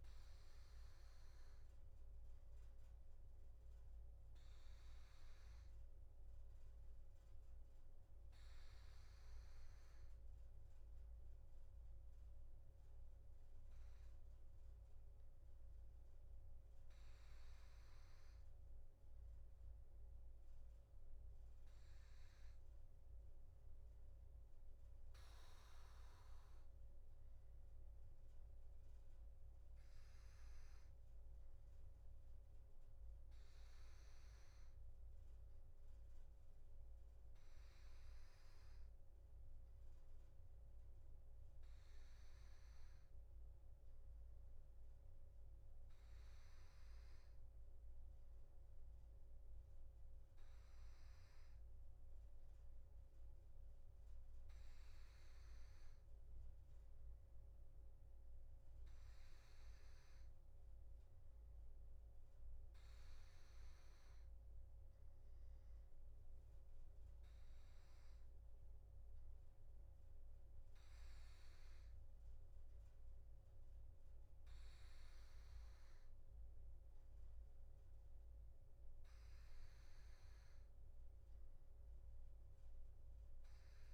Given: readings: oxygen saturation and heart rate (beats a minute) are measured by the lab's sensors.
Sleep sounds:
breathing in sleep, hard to hear, by a room microphone; none
53.50-83.94 s: new sleep stage, N3 (deep sleep)
From the record:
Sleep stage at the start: N2 (light sleep); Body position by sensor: on the back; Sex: male

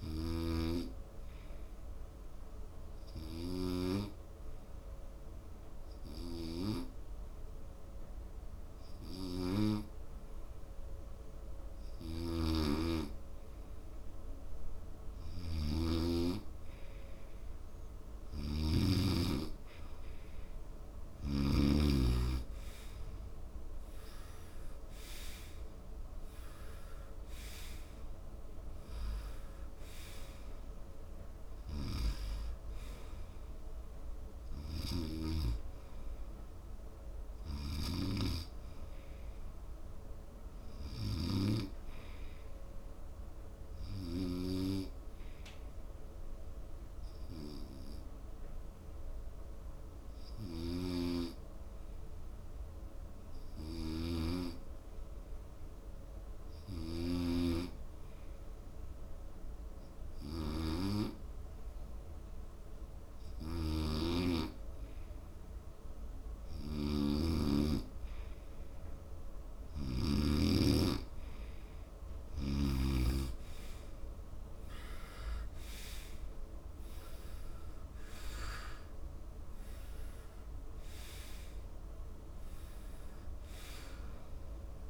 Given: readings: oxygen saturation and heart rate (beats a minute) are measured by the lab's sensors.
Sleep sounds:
breathing in sleep by a room microphone; 2
2.00-15.50 s: obstructive apnea (oxygen 97% before, 91% lowest)
16.00-18.00 s: long interval between heartbeats (device-marked)
18.50-22.50 s: arousal
21.00-23.00 s: long interval between heartbeats (device-marked)
33.00-57.00 s: oxygen desaturation (device-marked, oxygen 95% before, 91% lowest)
44.50-72.50 s: hypopnea (oxygen 96% before, 89% lowest)
71.00-84.90 s: oxygen desaturation (device-marked, oxygen 97% before, 89% lowest)
74.50-79.00 s: arousal
From the record:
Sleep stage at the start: N2 (light sleep); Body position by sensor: on the right side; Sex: male

